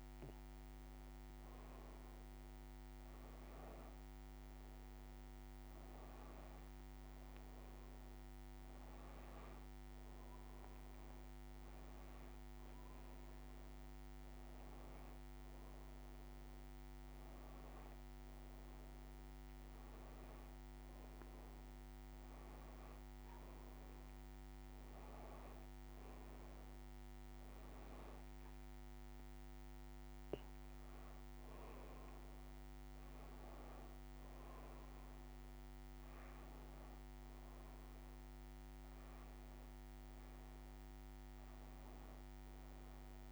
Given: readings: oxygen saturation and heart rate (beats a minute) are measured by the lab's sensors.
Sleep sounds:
breathing in sleep, hard to hear, by a microphone on the trachea; none
none scored
From the record:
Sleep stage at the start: N2 (light sleep); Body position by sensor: on the back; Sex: female

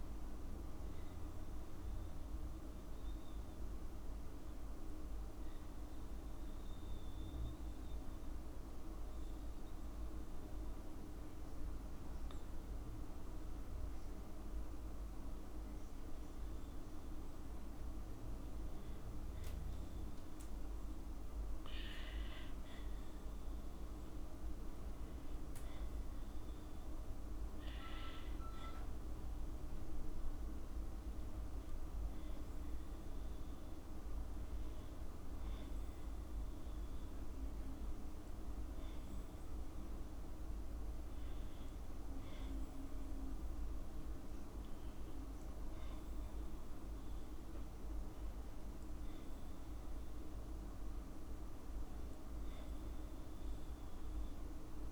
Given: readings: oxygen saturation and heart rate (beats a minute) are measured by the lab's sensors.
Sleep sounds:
breathing in sleep, hard to hear, by a room microphone; 1
5.00-17.00 s: mixed apnea (oxygen 97% before, 95% lowest, heart rate 61 before, 53 extreme, up 2 after)
19.00-24.50 s: arousal
25.00-27.00 s: long interval between heartbeats (device-marked, heart rate 54 before, 65 extreme)
28.50-30.50 s: long interval between heartbeats (device-marked, heart rate 56 before, 74 extreme)
31.50-33.50 s: long interval between heartbeats (device-marked, heart rate 59 before, 74 extreme)
45.50-47.50 s: long interval between heartbeats (device-marked, heart rate 65 before, 65 extreme)
49.00-51.00 s: long interval between heartbeats (device-marked, heart rate 65 before, 74 extreme)
52.00-54.00 s: long interval between heartbeats (device-marked, heart rate 65 before, 74 extreme)
From the record:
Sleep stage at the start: N2 (light sleep); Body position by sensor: on the back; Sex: female

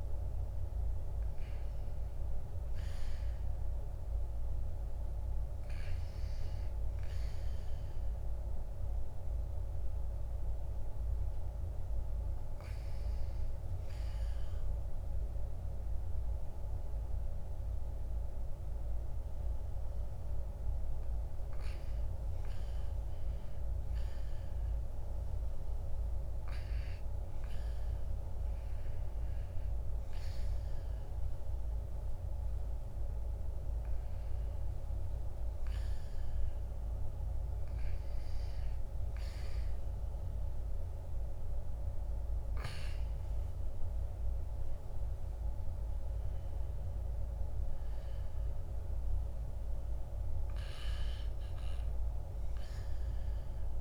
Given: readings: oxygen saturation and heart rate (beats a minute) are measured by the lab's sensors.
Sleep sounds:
breathing in sleep, hard to hear, by a room microphone; none
none scored
From the record:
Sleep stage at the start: REM sleep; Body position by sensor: on the back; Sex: male

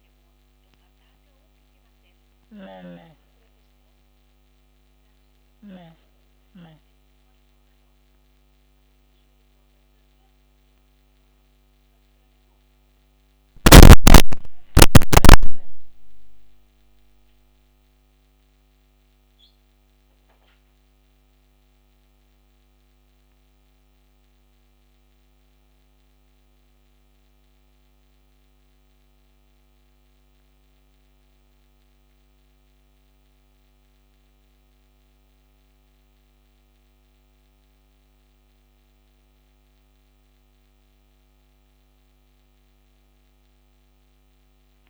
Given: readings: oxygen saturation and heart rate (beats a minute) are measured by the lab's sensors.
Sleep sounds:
a person awake in a sleep study, by a microphone on the trachea; none
2.50-7.00 s: snoring (device-marked)
From the record:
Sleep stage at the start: awake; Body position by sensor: on the back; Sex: female

